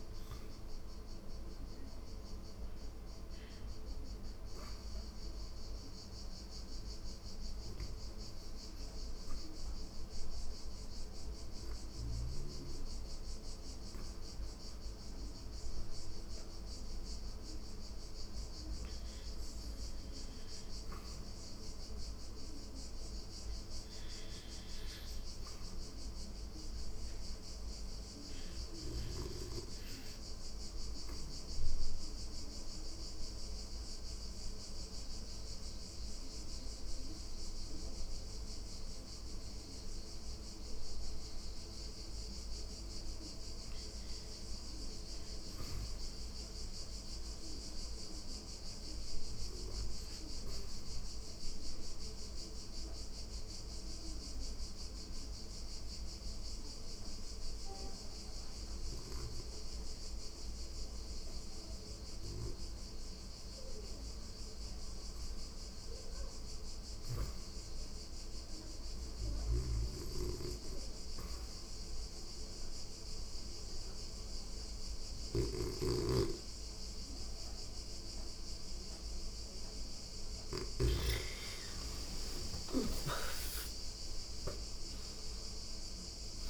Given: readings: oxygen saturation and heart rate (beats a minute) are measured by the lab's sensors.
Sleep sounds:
breathing in sleep by a room microphone; 4
0.00-12.00 s: oxygen desaturation (device-marked, oxygen 86% lowest, heart rate 80 extreme)
8.50-20.00 s: hypopnea (oxygen 95% before, 78% lowest, heart rate 83 before, 85 extreme, up 1 after)
19.00-33.00 s: oxygen desaturation (device-marked, oxygen 91% before, 86% lowest, heart rate 83 before, 85 extreme)
23.50-27.00 s: arousal
30.00-42.00 s: obstructive apnea (oxygen 92% before, 78% lowest, heart rate 85 before, 85 extreme)
43.00-45.50 s: arousal
44.00-60.00 s: oxygen desaturation (device-marked, oxygen 90% before, 79% lowest, heart rate 88 before, 87 extreme)
50.50-63.50 s: obstructive apnea (oxygen 90% before, 78% lowest, heart rate 88 before, 87 extreme)
65.00-67.00 s: arousal
67.00-81.00 s: oxygen desaturation (device-marked, oxygen 90% before, 78% lowest, heart rate 89 before, 89 extreme)
68.50-80.00 s: snoring (device-marked)
70.00-80.00 s: obstructive apnea (oxygen 90% before, 77% lowest, heart rate 90 before, 91 extreme, up 12 after)
81.00-84.50 s: arousal
83.00-86.50 s: oxygen desaturation (device-marked, oxygen 89% before, 80% lowest, heart rate 90 before, 86 extreme)
From the record:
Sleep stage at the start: REM sleep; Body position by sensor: on the back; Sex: female

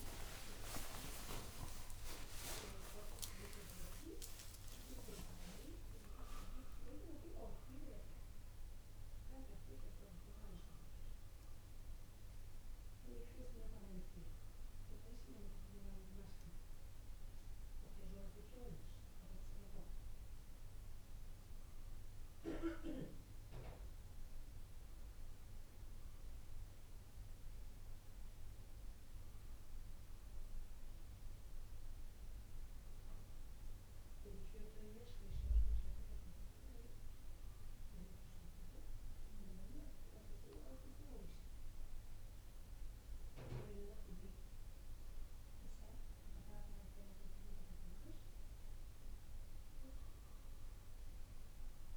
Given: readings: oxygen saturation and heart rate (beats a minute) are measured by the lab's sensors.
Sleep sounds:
a person partly awake in a sleep study, by a room microphone; none
18.00-51.97 s: new sleep stage, N1 (lightest sleep)
From the record:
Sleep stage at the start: awake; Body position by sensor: on the right side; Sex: male

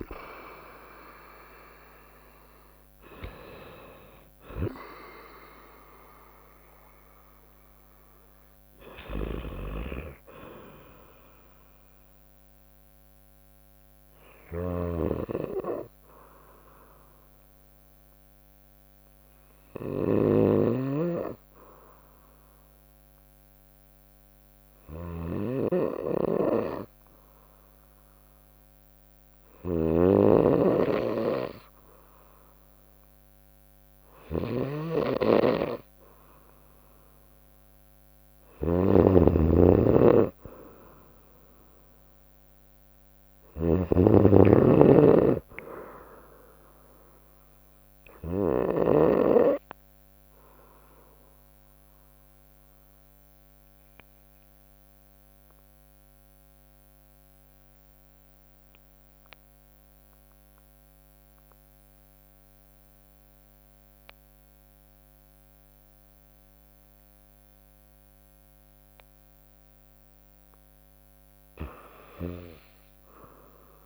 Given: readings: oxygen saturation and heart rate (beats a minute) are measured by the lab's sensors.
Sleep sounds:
breathing in sleep by a microphone on the trachea; 2
0.00-6.00 s: drop in pulse transit time (device-marked, heart rate 78 extreme)
0.00-19.00 s: oxygen desaturation (device-marked, oxygen 79% lowest, heart rate 61 extreme)
14.00-48.00 s: snoring (device-marked)
15.50-34.00 s: obstructive apnea (oxygen 91% before, 84% lowest, heart rate 79 before, 57 extreme, up 1 after)
39.00-43.50 s: arousal
41.00-59.00 s: oxygen desaturation (device-marked, oxygen 97% before, 93% lowest, heart rate 62 before, 56 extreme)
49.50-69.50 s: mixed apnea (oxygen 99% before, 88% lowest, heart rate 63 before, 56 extreme, up 1 after)
52.00-73.86 s: bradycardia (device-marked, heart rate 65 before, 56 extreme)
71.50-73.86 s: snoring (device-marked)
72.50-73.86 s: arousal
From the record:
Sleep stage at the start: REM sleep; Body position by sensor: on the right side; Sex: female

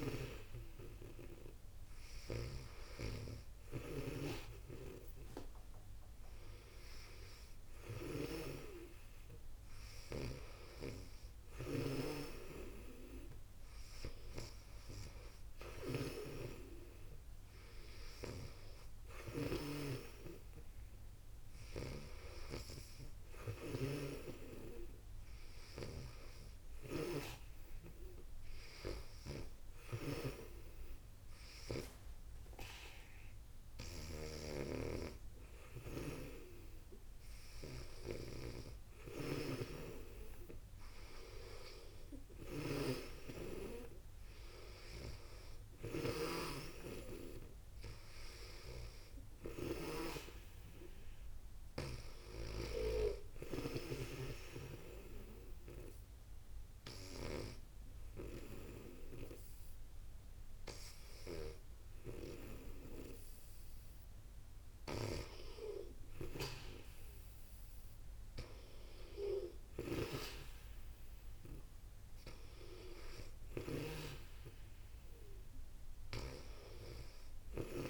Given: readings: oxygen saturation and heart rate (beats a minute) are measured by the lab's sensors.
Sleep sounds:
breathing in sleep by a room microphone; 1
2.00-19.50 s: snoring (device-marked)
21.50-29.00 s: snoring (device-marked)
33.50-57.00 s: snoring (device-marked)
53.50-64.50 s: hypopnea (oxygen 96% before, 93% lowest, heart rate 68 before, 58 extreme, up 1 after)
64.50-77.90 s: snoring (device-marked)
66.50-70.50 s: arousal
From the record:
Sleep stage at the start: N2 (light sleep); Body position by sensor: on the back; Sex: female

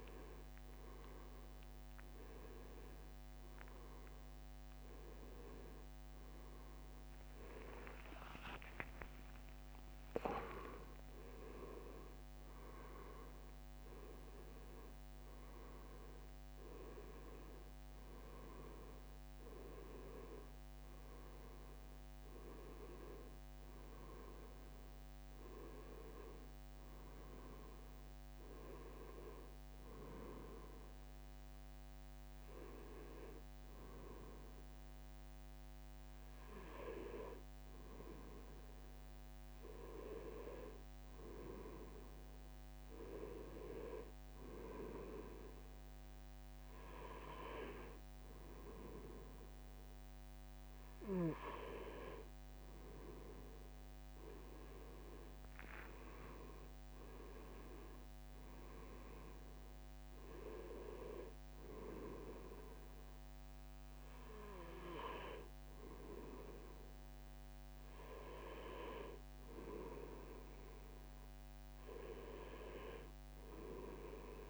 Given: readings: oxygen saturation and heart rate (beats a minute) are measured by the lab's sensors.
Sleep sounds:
a person partly awake in a sleep study, by a microphone on the trachea; none
0.00-3.50 s: leg movement (device-marked)
0.00-7.50 s: drop in pulse transit time (device-marked, heart rate 77 extreme)
5.50-11.50 s: tachycardia (device-marked, heart rate 71 before, 110 extreme)
6.50-11.50 s: leg movement (device-marked)
6.50-74.50 s: new sleep stage, N1 (lightest sleep)
9.00-11.00 s: long interval between heartbeats (device-marked, heart rate 96 before, 107 extreme)
55.50-58.50 s: arousal
From the record:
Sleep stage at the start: awake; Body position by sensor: on the right side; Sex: male

